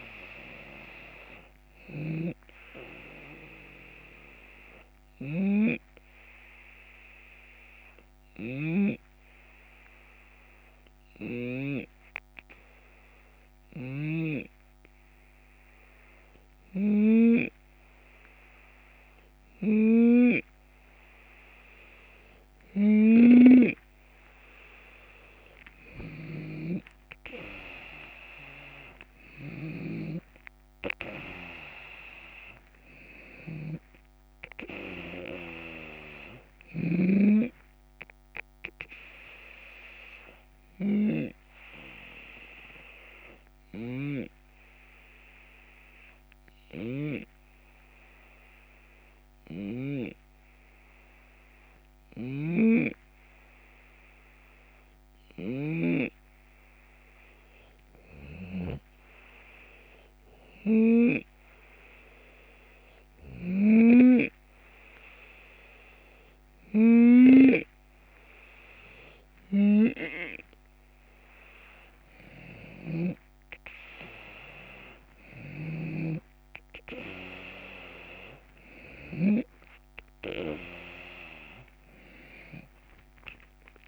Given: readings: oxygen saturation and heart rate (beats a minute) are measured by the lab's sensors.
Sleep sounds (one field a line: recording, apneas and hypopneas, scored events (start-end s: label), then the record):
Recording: breathing in sleep by a microphone on the trachea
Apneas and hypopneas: 2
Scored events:
0.00-7.50 s: drop in pulse transit time (device-marked, heart rate 78 extreme)
0.00-16.50 s: oxygen desaturation (device-marked, oxygen 91% lowest, heart rate 75 extreme)
1.00-29.50 s: snoring (device-marked)
3.00-22.50 s: hypopnea (oxygen 98% before, 91% lowest, heart rate 81 before, 75 extreme, up 5 after)
25.50-30.50 s: arousal
28.50-44.50 s: drop in pulse transit time (device-marked, heart rate 77 before, 77 extreme)
32.50-52.50 s: oxygen desaturation (device-marked, oxygen 96% before, 93% lowest, heart rate 77 before, 75 extreme)
40.00-57.00 s: hypopnea (oxygen 97% before, 92% lowest, heart rate 78 before, 75 extreme, up 1 after)
51.50-55.50 s: snoring (device-marked)
60.50-64.00 s: arousal
62.50-79.00 s: snoring (device-marked)
73.50-83.88 s: drop in pulse transit time (device-marked, heart rate 76 before, 75 extreme)
82.50-83.88 s: arousal
From the record:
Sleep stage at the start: N2 (light sleep)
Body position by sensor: on the left side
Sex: male